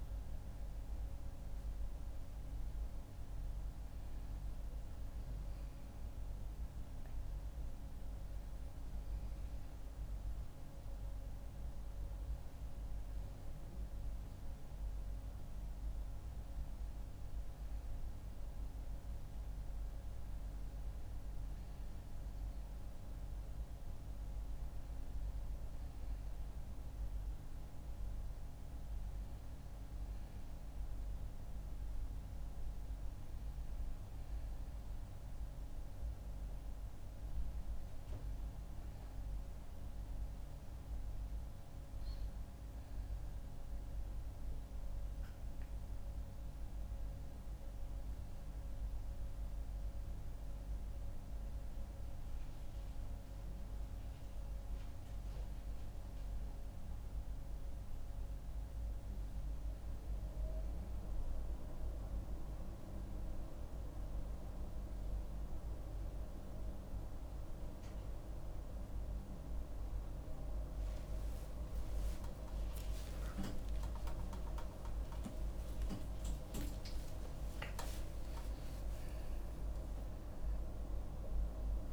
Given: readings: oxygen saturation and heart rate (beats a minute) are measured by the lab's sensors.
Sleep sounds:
breathing in sleep by a room microphone; none
66.50-81.93 s: new sleep stage, awake
From the record:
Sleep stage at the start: N1 (lightest sleep); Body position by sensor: on the back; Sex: female

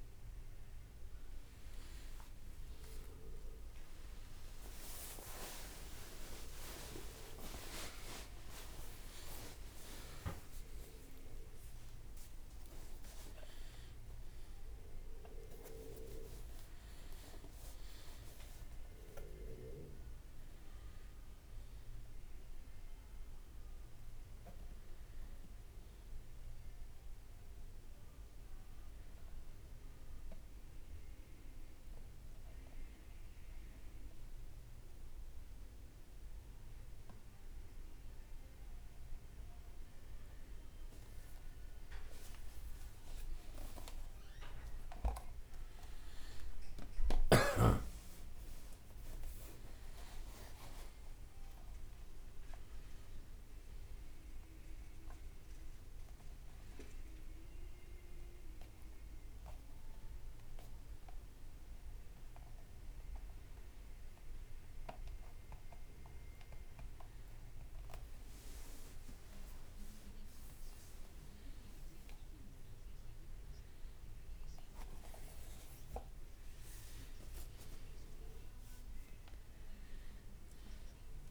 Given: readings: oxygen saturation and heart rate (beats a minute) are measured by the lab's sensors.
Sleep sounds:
a person awake in a sleep study, by a room microphone; none
2.00-3.50 s: leg movement (device-marked)
9.50-11.50 s: leg movement (device-marked)
47.00-51.00 s: leg movement (device-marked)
68.00-73.00 s: leg movement (device-marked)
69.50-81.31 s: new sleep stage, N1 (lightest sleep)
From the record:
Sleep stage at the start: awake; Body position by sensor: on the right side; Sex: male

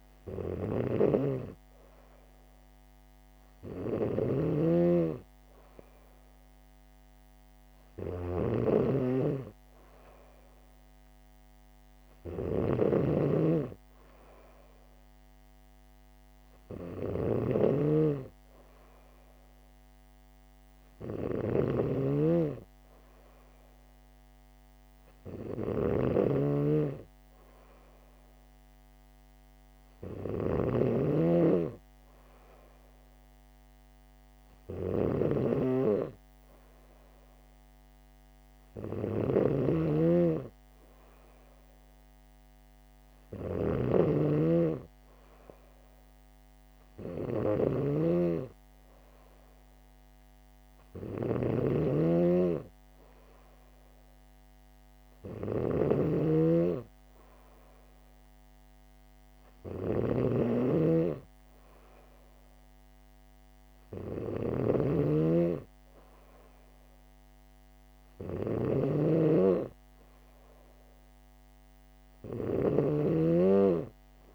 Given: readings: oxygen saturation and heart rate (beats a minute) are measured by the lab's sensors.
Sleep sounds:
breathing in sleep by a microphone on the trachea; none
0.00-74.35 s: snoring (device-marked)
From the record:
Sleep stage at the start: N3 (deep sleep); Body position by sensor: on the back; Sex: female

